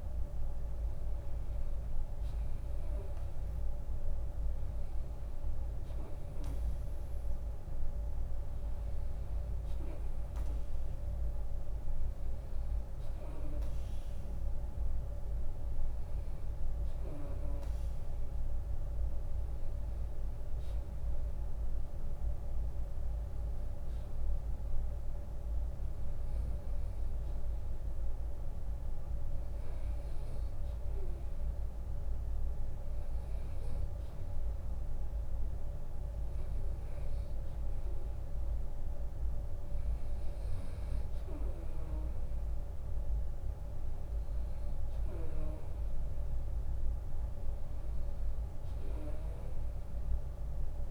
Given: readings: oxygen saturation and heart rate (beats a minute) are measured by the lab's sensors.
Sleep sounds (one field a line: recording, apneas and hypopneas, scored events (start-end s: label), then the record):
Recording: breathing in sleep, hard to hear, by a room microphone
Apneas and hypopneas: none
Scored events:
40.00-42.00 s: long interval between heartbeats (device-marked, heart rate 80 before, 68 extreme)
From the record:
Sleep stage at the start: REM sleep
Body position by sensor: on the right side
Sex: male